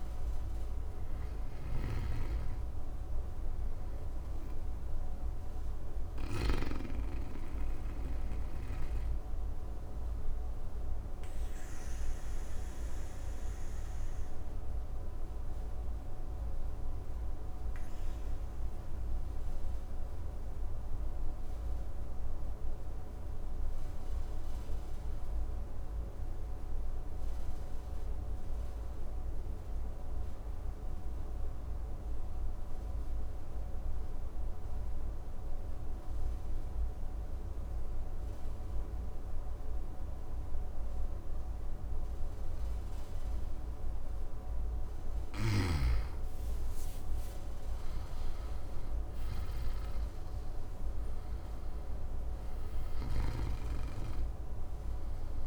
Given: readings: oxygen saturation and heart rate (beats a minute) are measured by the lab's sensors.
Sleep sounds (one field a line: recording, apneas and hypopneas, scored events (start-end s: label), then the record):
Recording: breathing in sleep, hard to hear, by a room microphone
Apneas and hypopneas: 1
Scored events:
0.00-18.00 s: oxygen desaturation (device-marked, oxygen 91% lowest, heart rate 55 extreme)
0.50-6.00 s: snoring (device-marked)
14.00-43.00 s: obstructive apnea (oxygen 98% before, 90% lowest, heart rate 63 before, 55 extreme, up 10 after)
37.00-55.47 s: oxygen desaturation (device-marked, oxygen 99% before, 90% lowest, heart rate 57 before, 52 extreme)
45.50-50.00 s: arousal
52.00-55.47 s: snoring (device-marked)
From the record:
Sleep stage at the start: N2 (light sleep)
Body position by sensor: on the back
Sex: male